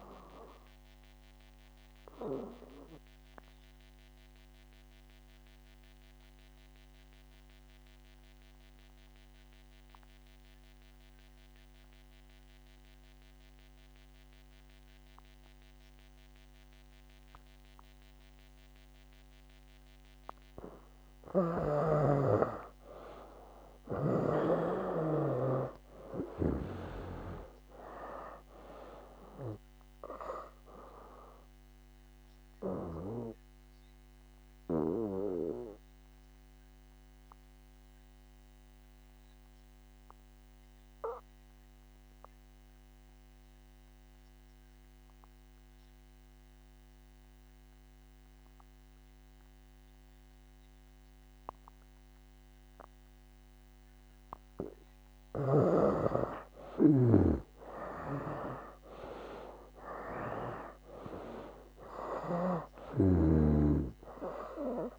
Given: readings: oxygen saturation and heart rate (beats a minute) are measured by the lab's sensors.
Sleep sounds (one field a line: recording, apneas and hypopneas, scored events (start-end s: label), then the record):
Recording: breathing in sleep by a microphone on the trachea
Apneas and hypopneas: 2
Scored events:
0.00-14.50 s: oxygen desaturation (device-marked, oxygen 83% lowest, heart rate 65 extreme)
1.50-21.00 s: obstructive apnea (oxygen 99% before, 80% lowest, heart rate 71 before, 64 extreme, up 5 after)
21.50-55.50 s: oxygen desaturation (device-marked, oxygen 98% before, 80% lowest, heart rate 68 before, 64 extreme)
22.00-26.00 s: snoring (device-marked)
24.00-27.50 s: arousal
32.00-54.50 s: obstructive apnea (oxygen 98% before, 80% lowest, heart rate 67 before, 64 extreme, up 5 after)
57.50-64.99 s: oxygen desaturation (device-marked, oxygen 97% before, 81% lowest, heart rate 66 before, 68 extreme)
58.00-61.50 s: arousal
62.50-64.99 s: snoring (device-marked)
From the record:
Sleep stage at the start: N2 (light sleep)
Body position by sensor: on the back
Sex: male